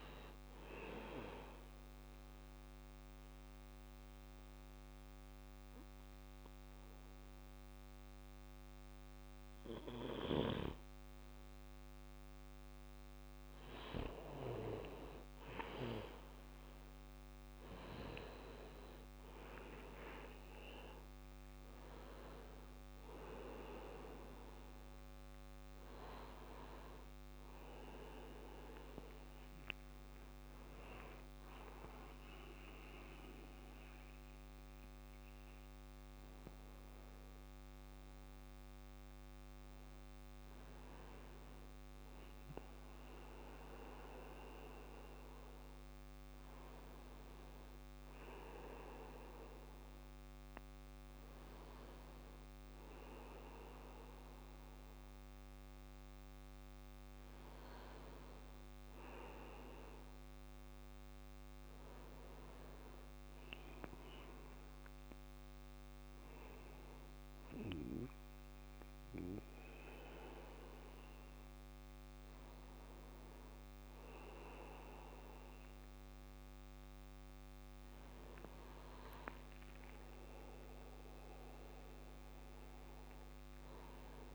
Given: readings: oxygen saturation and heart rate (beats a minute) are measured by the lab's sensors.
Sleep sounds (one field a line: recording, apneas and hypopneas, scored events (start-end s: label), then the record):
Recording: breathing in sleep by a microphone on the trachea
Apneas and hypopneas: 1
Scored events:
0.50-11.50 s: obstructive apnea (oxygen 98% before, 95% lowest, heart rate 61 before, 61 extreme, up 3 after)
16.00-19.50 s: arousal
28.50-40.50 s: drop in pulse transit time (device-marked, heart rate 63 before, 63 extreme)
29.00-33.50 s: arousal
78.50-80.50 s: long interval between heartbeats (device-marked, heart rate 62 before, 71 extreme)
80.00-84.34 s: arousal
From the record:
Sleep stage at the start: N1 (lightest sleep)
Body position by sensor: on the back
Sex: male